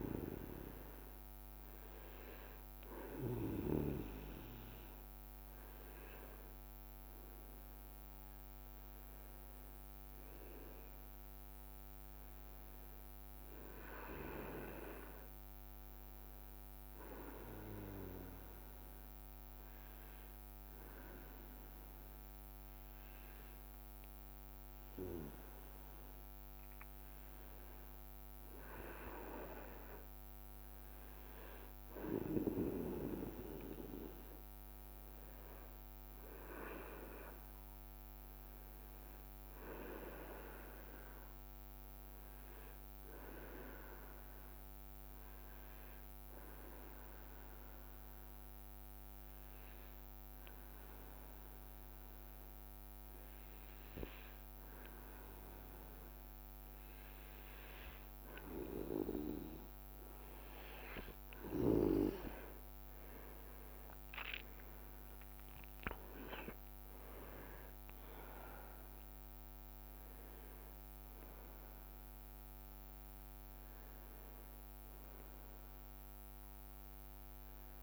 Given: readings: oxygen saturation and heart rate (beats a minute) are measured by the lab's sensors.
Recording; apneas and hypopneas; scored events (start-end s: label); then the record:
breathing in sleep by a microphone on the trachea; 2
17.00-27.50 s: obstructive apnea (oxygen 99% before, 94% lowest, heart rate 65 before, 62 extreme, up 5 after)
30.50-33.50 s: arousal
45.00-58.00 s: obstructive apnea (oxygen 98% before, 94% lowest, heart rate 66 before, 64 extreme, up 8 after)
62.00-70.00 s: oxygen desaturation (device-marked, oxygen 98% before, 94% lowest, heart rate 67 before, 61 extreme)
64.00-68.50 s: arousal
64.50-67.00 s: leg movement (device-marked)
71.00-75.00 s: leg movement (device-marked)
From the record:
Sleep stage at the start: N2 (light sleep); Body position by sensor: on the back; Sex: male